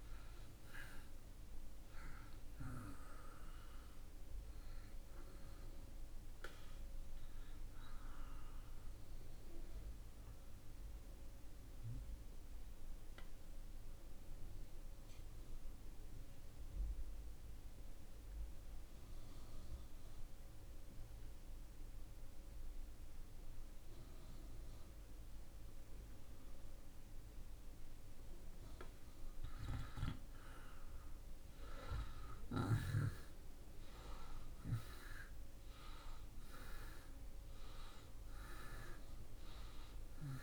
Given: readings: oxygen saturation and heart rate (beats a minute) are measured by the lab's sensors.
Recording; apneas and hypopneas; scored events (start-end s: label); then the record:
breathing in sleep by a room microphone; 1
0.00-20.00 s: oxygen desaturation (device-marked, oxygen 81% lowest)
10.50-27.00 s: obstructive apnea (oxygen 95% before, 79% lowest)
29.50-33.50 s: arousal
34.00-40.43 s: oxygen desaturation (device-marked, oxygen 96% before, 79% lowest)
From the record:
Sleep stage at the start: N2 (light sleep); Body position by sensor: on the back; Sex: male